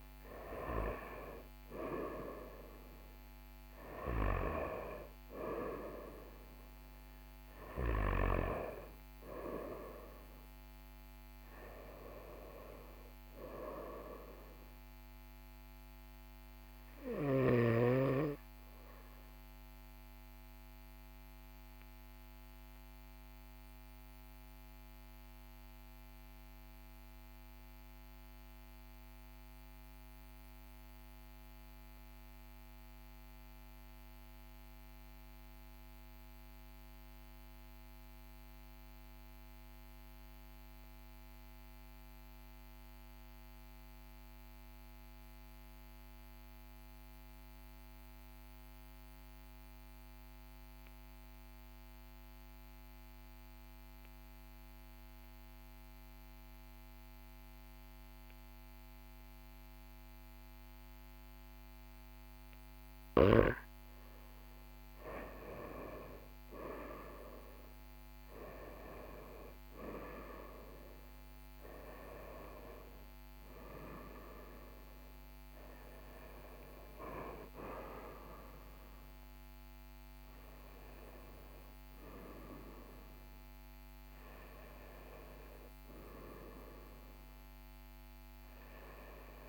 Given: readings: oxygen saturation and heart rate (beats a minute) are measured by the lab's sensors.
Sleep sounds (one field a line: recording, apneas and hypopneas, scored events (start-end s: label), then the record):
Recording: breathing in sleep by a microphone on the trachea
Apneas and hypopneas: 1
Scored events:
0.00-7.00 s: oxygen desaturation (device-marked, oxygen 95% lowest, heart rate 40 extreme)
9.00-27.00 s: oxygen desaturation (device-marked, oxygen 97% before, 93% lowest, heart rate 42 before, 37 extreme)
21.00-63.00 s: obstructive apnea (oxygen 98% before, 92% lowest, heart rate 42 before, 37 extreme, up 2 after)
58.00-89.49 s: oxygen desaturation (device-marked, oxygen 98% before, 93% lowest, heart rate 40 before, 37 extreme)
64.50-70.00 s: arousal
From the record:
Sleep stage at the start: N2 (light sleep)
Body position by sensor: on the back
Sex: male